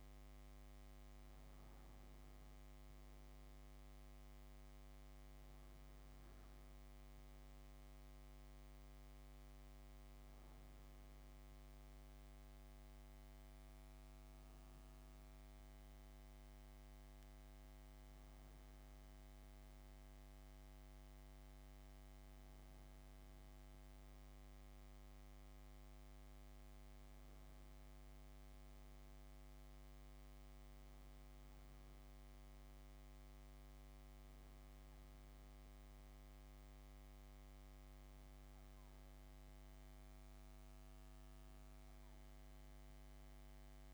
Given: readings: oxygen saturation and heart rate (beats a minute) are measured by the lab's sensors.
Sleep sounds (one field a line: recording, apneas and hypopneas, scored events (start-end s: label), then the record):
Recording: breathing in sleep, hard to hear, by a microphone on the trachea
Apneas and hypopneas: none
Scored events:
5.00-13.00 s: bradycardia (device-marked, heart rate 63 before, 57 extreme)
18.00-25.00 s: bradycardia (device-marked, heart rate 63 before, 59 extreme)
From the record:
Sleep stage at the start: N2 (light sleep)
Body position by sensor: on the back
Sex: female